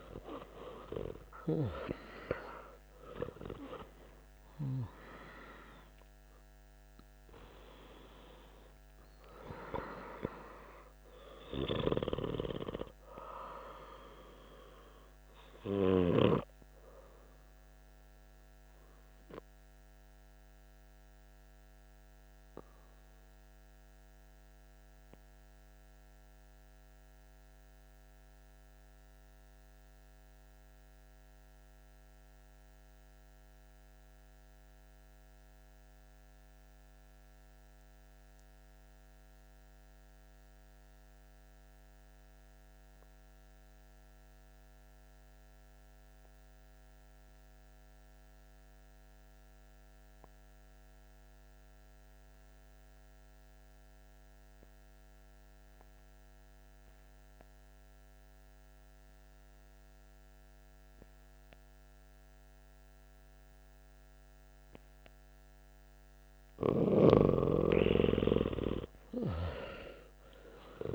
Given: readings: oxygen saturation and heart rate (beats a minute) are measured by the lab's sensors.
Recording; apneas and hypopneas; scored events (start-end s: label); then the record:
breathing in sleep by a microphone on the trachea; 1
0.00-3.00 s: arousal
0.00-24.50 s: oxygen desaturation (device-marked, oxygen 89% lowest)
17.00-65.00 s: obstructive apnea (oxygen 95% before, 88% lowest)
48.50-70.95 s: oxygen desaturation (device-marked, oxygen 98% before, 88% lowest)
67.50-70.95 s: arousal
From the record:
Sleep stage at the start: N2 (light sleep); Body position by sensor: on the back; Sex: male